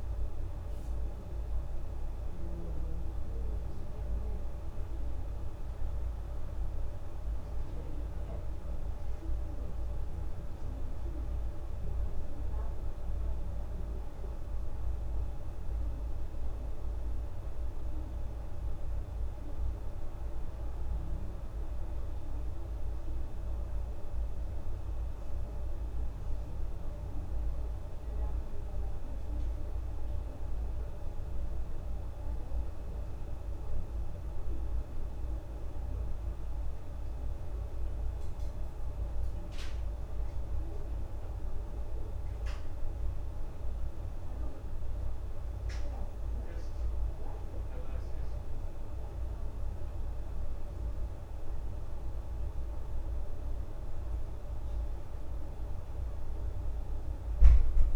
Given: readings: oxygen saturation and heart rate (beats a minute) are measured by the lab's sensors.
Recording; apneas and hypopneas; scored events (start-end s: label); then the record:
breathing in sleep, hard to hear, by a room microphone; none
none scored
From the record:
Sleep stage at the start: N1 (lightest sleep); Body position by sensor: on the back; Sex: female